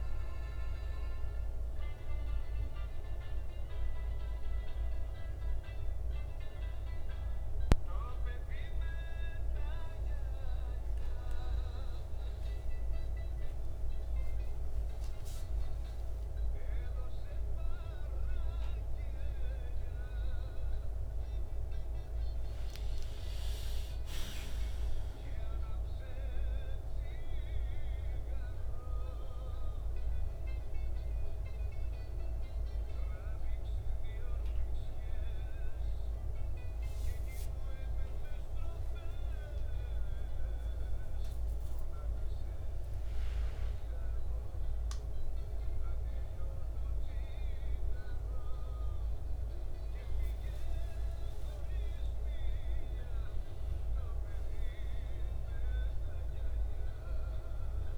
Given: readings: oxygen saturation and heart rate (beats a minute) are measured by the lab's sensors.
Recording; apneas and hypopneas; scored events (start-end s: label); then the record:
a person awake in a sleep study, hard to hear, by a room microphone; none
11.50-57.98 s: new sleep stage, awake
15.50-17.50 s: long interval between heartbeats (device-marked, heart rate 66 before, 75 extreme)
43.00-45.00 s: long interval between heartbeats (device-marked, heart rate 66 before, 76 extreme)
From the record:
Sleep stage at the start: N2 (light sleep); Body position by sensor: on the back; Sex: male